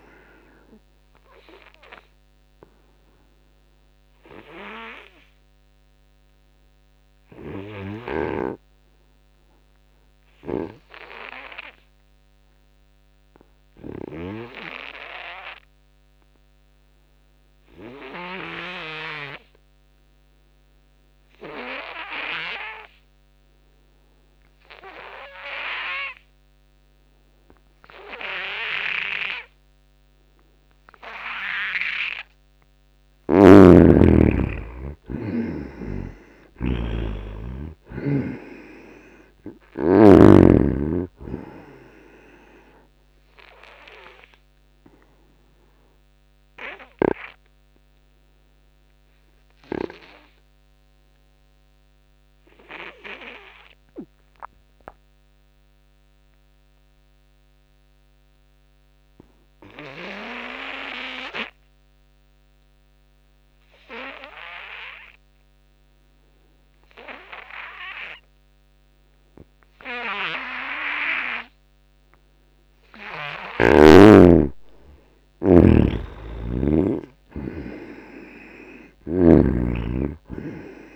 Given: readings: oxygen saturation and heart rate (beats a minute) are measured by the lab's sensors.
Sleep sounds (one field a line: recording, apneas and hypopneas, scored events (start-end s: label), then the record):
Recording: breathing in sleep by a microphone on the trachea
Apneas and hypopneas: 2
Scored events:
0.00-18.00 s: oxygen desaturation (device-marked, oxygen 78% lowest, heart rate 62 extreme)
1.00-31.50 s: obstructive apnea (oxygen 98% before, 78% lowest, heart rate 76 before, 62 extreme, up 11 after)
20.00-57.00 s: oxygen desaturation (device-marked, oxygen 97% before, 78% lowest, heart rate 87 before, 62 extreme)
33.00-37.00 s: arousal
43.00-72.00 s: obstructive apnea (oxygen 97% before, 78% lowest, heart rate 74 before, 73 extreme, up 5 after)
71.00-80.96 s: oxygen desaturation (device-marked, oxygen 97% before, 78% lowest, heart rate 83 before, 76 extreme)
74.00-76.00 s: arousal
76.00-79.50 s: snoring (device-marked)
From the record:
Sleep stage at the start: N2 (light sleep)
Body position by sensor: on the back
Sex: male